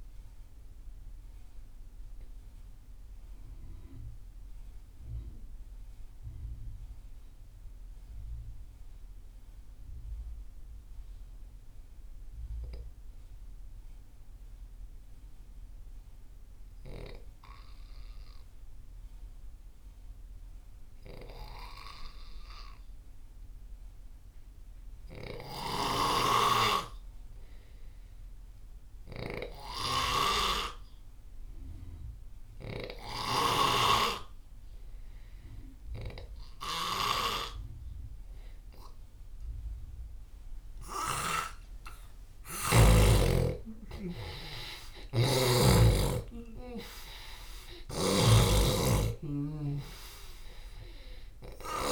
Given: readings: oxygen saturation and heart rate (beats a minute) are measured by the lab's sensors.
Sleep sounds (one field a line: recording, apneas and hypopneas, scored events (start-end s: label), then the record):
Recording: breathing in sleep by a room microphone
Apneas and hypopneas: 1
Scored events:
0.00-15.50 s: oxygen desaturation (device-marked, oxygen 85% lowest)
1.00-42.00 s: mixed apnea (oxygen 98% before, 85% lowest)
25.00-41.00 s: snoring (device-marked)
31.50-49.50 s: oxygen desaturation (device-marked, oxygen 97% before, 89% lowest)
43.50-47.50 s: arousal
48.00-51.92 s: snoring (device-marked)
From the record:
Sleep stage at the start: N2 (light sleep)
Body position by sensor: on the left side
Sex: male